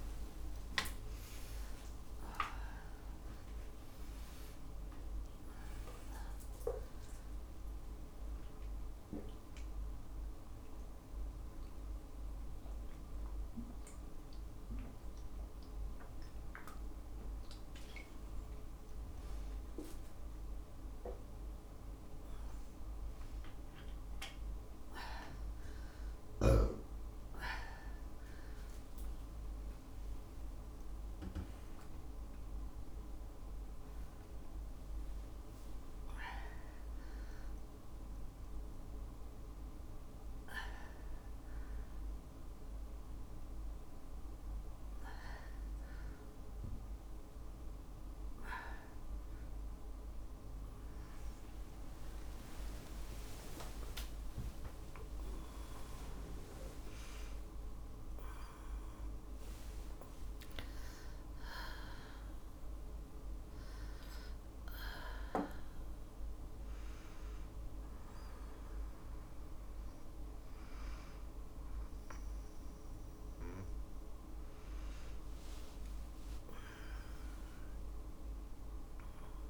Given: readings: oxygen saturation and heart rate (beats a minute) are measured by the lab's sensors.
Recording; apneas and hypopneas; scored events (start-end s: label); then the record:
a person awake in a sleep study, by a room microphone; none
0.00-5.00 s: tachycardia (device-marked, heart rate 157 extreme)
77.00-79.50 s: new sleep stage, N1 (lightest sleep)
From the record:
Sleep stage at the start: awake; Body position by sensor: on the right side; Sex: female